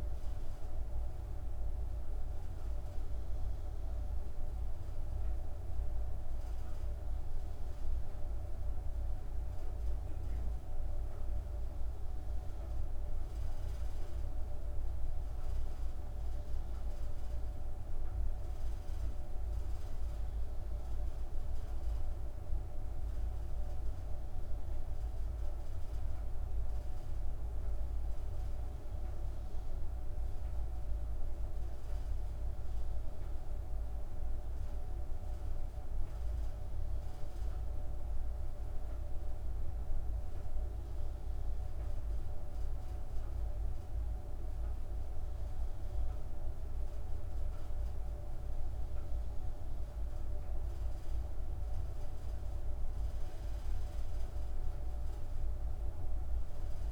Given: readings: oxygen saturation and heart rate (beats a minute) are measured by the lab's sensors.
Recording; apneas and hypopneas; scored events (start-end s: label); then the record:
breathing in sleep, hard to hear, by a room microphone; none
none scored
From the record:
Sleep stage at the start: N2 (light sleep); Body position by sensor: on the back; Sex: female